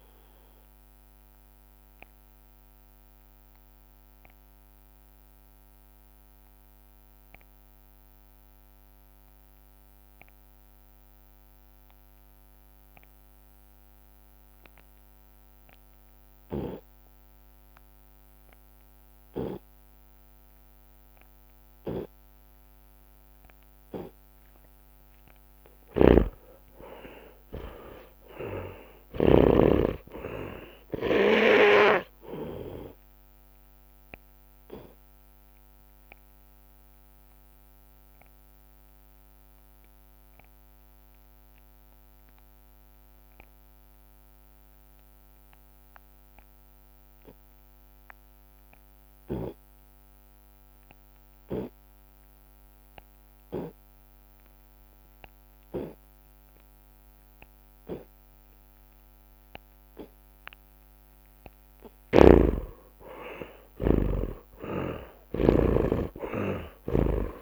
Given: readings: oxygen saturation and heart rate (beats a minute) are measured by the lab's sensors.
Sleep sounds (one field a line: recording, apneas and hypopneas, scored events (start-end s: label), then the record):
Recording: breathing in sleep by a microphone on the trachea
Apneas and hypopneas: 2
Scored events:
0.00-3.50 s: drop in pulse transit time (device-marked, heart rate 48 extreme)
1.50-3.50 s: long interval between heartbeats (device-marked, heart rate 58 before, 48 extreme)
1.50-22.50 s: obstructive apnea (oxygen 96% before, 87% lowest, heart rate 58 before, 48 extreme, up 6 after)
10.50-22.50 s: oxygen desaturation (device-marked, oxygen 96% before, 87% lowest, heart rate 57 before, 49 extreme)
24.50-29.00 s: arousal
25.00-27.00 s: long interval between heartbeats (device-marked, heart rate 55 before, 56 extreme)
26.00-30.00 s: snoring (device-marked)
26.50-38.50 s: drop in pulse transit time (device-marked, heart rate 56 before, 49 extreme)
35.00-61.00 s: obstructive apnea (oxygen 99% before, 80% lowest, heart rate 60 before, 53 extreme, up 55 after)
44.50-46.50 s: long interval between heartbeats (device-marked, heart rate 63 before, 56 extreme)
61.50-66.00 s: arousal
62.00-66.00 s: snoring (device-marked)
62.50-67.42 s: drop in pulse transit time (device-marked, heart rate 57 before, 55 extreme)
64.00-66.00 s: long interval between heartbeats (device-marked, heart rate 57 before, 68 extreme)
64.50-67.42 s: tachycardia (device-marked)
From the record:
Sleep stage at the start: N2 (light sleep)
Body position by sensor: on the right side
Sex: male